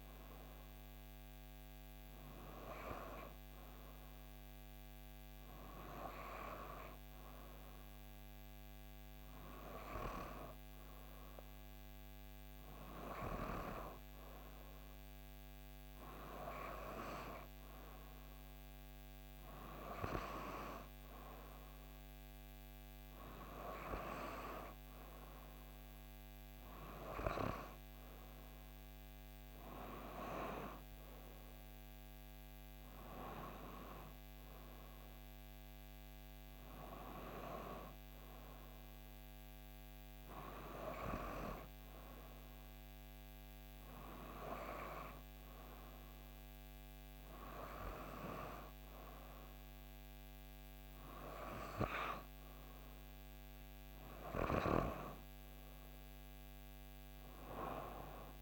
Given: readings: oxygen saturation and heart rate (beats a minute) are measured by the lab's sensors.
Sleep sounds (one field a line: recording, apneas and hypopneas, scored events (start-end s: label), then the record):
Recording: breathing in sleep by a microphone on the trachea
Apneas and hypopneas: none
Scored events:
none scored
From the record:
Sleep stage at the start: N2 (light sleep)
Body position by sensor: on the back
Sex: female